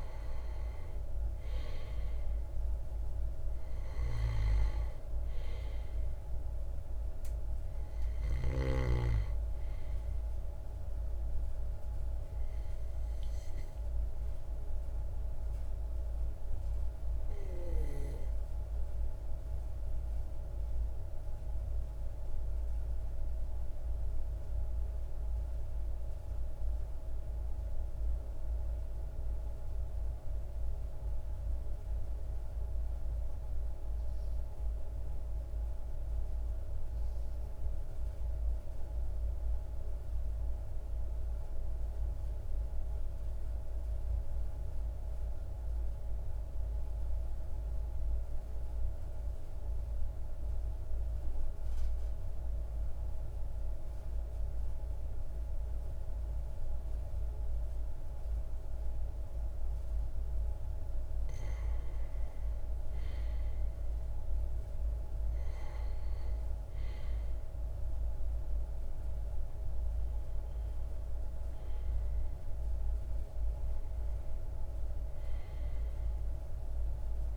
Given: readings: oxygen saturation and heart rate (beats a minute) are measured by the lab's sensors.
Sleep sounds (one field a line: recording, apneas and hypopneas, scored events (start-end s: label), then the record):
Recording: breathing in sleep, hard to hear, by a room microphone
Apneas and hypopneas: 1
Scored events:
12.00-25.00 s: oxygen desaturation (device-marked, oxygen 94% before, 91% lowest, heart rate 43 before, 39 extreme)
17.00-59.50 s: obstructive apnea (oxygen 96% before, 91% lowest, heart rate 42 before, 39 extreme, up 1 after)
62.00-66.50 s: arousal
From the record:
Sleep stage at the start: N2 (light sleep)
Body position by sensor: on the back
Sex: male